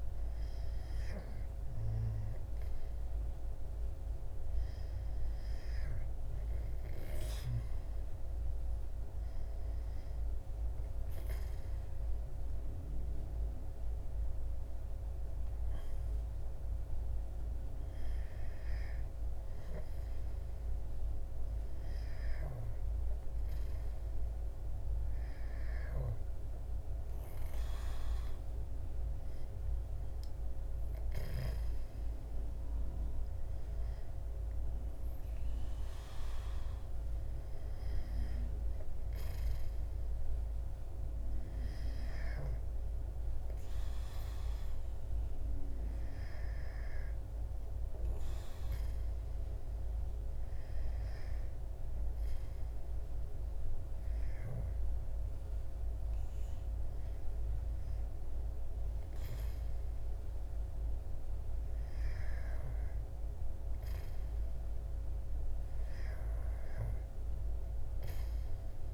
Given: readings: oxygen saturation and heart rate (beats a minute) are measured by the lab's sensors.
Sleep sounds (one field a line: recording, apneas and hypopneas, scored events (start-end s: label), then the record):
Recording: breathing in sleep, hard to hear, by a room microphone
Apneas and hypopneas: none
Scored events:
none scored
From the record:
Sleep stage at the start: N2 (light sleep)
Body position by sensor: on the back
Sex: male